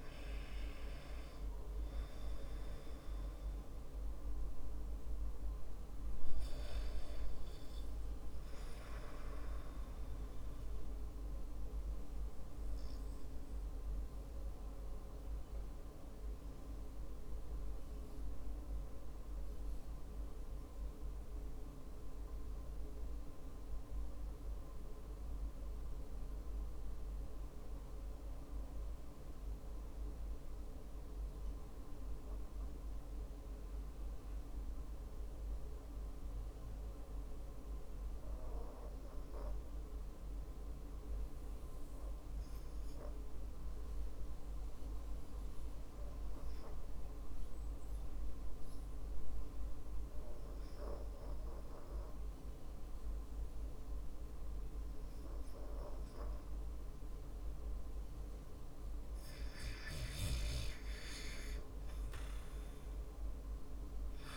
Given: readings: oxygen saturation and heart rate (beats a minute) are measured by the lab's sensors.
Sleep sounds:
breathing in sleep, hard to hear, by a room microphone; 1
0.00-4.50 s: oxygen desaturation (device-marked, oxygen 94% lowest, heart rate 47 extreme)
14.00-50.50 s: mixed apnea (oxygen 96% before, 92% lowest, heart rate 57 before, 48 extreme, up 1 after)
20.50-33.50 s: oxygen desaturation (device-marked, oxygen 95% before, 92% lowest, heart rate 54 before, 48 extreme)
56.50-64.37 s: oxygen desaturation (device-marked, oxygen 98% before, 92% lowest, heart rate 50 before, 49 extreme)
From the record:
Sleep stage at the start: REM sleep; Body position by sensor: on the back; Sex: male

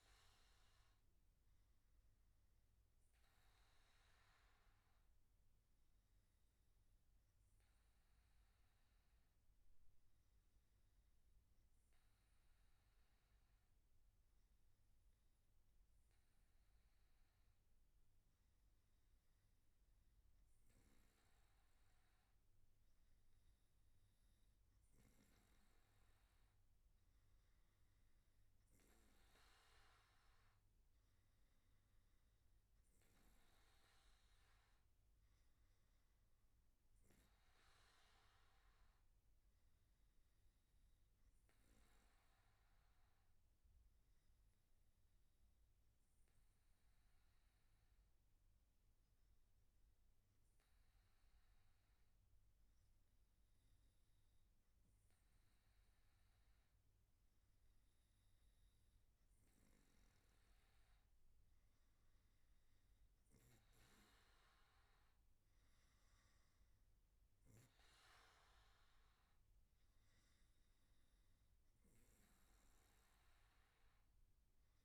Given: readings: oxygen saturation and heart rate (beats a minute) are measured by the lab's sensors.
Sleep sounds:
breathing in sleep, hard to hear, by a room microphone; 2
4.00-21.50 s: obstructive apnea (oxygen 96% before, 94% lowest, heart rate 115 before, 107 extreme, up 10 after)
41.00-59.00 s: obstructive apnea (oxygen 96% before, 94% lowest, heart rate 115 before, 111 extreme, up 4 after)
From the record:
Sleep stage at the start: N1 (lightest sleep); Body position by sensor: on the back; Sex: male

